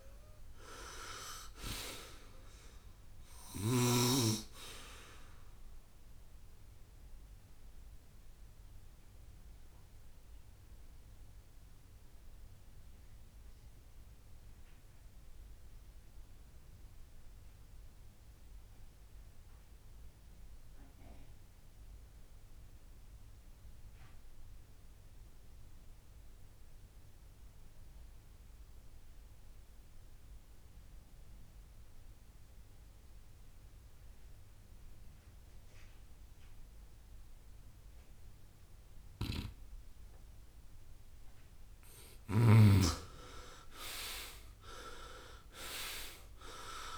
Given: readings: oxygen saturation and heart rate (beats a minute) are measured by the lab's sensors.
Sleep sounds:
breathing in sleep by a room microphone; 1
0.00-27.00 s: oxygen desaturation (device-marked, oxygen 84% lowest, heart rate 59 extreme)
5.50-41.50 s: mixed apnea (oxygen 96% before, 84% lowest, heart rate 73 before, 57 extreme, up 16 after)
36.00-38.00 s: long interval between heartbeats (device-marked, heart rate 64 before, 69 extreme)
40.00-46.98 s: oxygen desaturation (device-marked, oxygen 98% before, 86% lowest, heart rate 65 before, 57 extreme)
43.50-46.50 s: arousal
From the record:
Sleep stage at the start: N2 (light sleep); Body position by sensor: on the right side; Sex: male

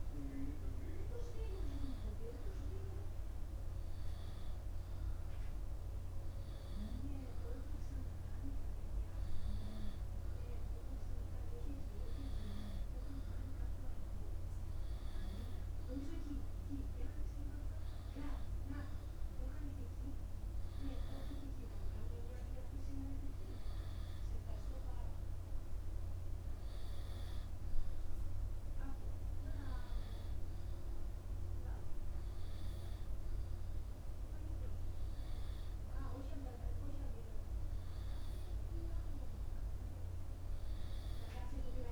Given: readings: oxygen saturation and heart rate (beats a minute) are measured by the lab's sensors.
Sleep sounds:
breathing in sleep by a room microphone; none
none scored
From the record:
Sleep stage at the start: N2 (light sleep); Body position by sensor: upright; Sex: male

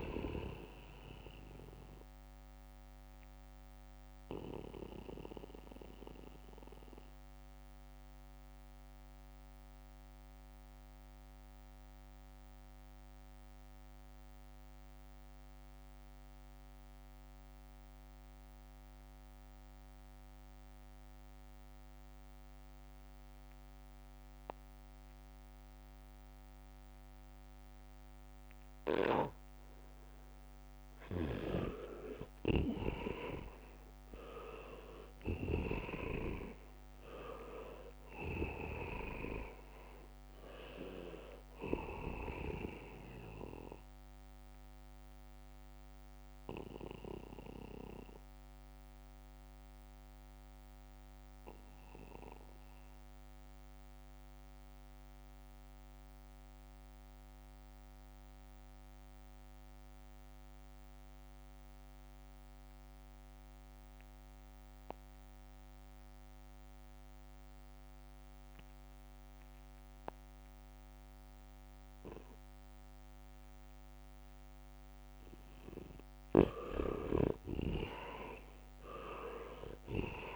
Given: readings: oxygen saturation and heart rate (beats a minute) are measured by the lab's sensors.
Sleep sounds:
breathing in sleep by a microphone on the trachea; 2
0.00-18.50 s: oxygen desaturation (device-marked, oxygen 78% lowest, heart rate 63 extreme)
2.00-31.00 s: mixed apnea (oxygen 99% before, 78% lowest, heart rate 66 before, 64 extreme, up 3 after)
18.00-24.50 s: leg movement (device-marked)
29.50-57.50 s: oxygen desaturation (device-marked, oxygen 99% before, 79% lowest, heart rate 70 before, 62 extreme)
31.50-36.00 s: snoring (device-marked)
34.00-39.00 s: arousal
40.50-51.00 s: leg movement (device-marked)
44.00-76.00 s: mixed apnea (oxygen 99% before, 78% lowest, heart rate 67 before, 62 extreme, up 5 after)
66.50-80.36 s: oxygen desaturation (device-marked, oxygen 99% before, 78% lowest, heart rate 71 before, 62 extreme)
78.50-80.36 s: arousal
From the record:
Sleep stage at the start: N2 (light sleep); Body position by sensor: on the back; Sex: male

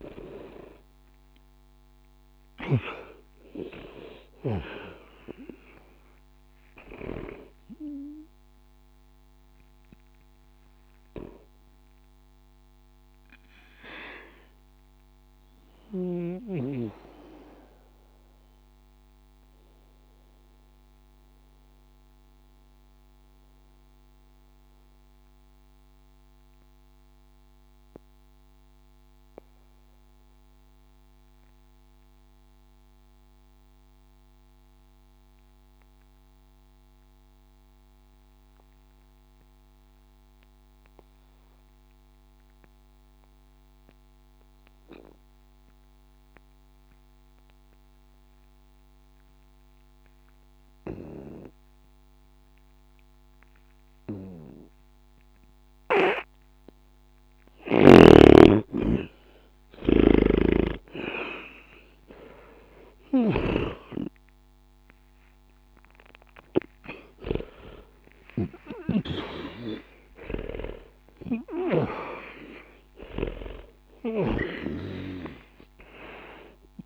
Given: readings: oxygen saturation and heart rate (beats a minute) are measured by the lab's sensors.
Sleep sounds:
breathing in sleep by a microphone on the trachea; 1
0.00-25.50 s: oxygen desaturation (device-marked, oxygen 82% lowest, heart rate 60 extreme)
12.50-58.00 s: mixed apnea (oxygen 96% before, 77% lowest, heart rate 74 before, 60 extreme, up 0 after)
47.50-76.86 s: oxygen desaturation (device-marked, oxygen 98% before, 77% lowest, heart rate 60 before, 60 extreme)
60.00-72.00 s: snoring (device-marked)
61.00-66.50 s: arousal
From the record:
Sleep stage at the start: N2 (light sleep); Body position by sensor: on the back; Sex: male

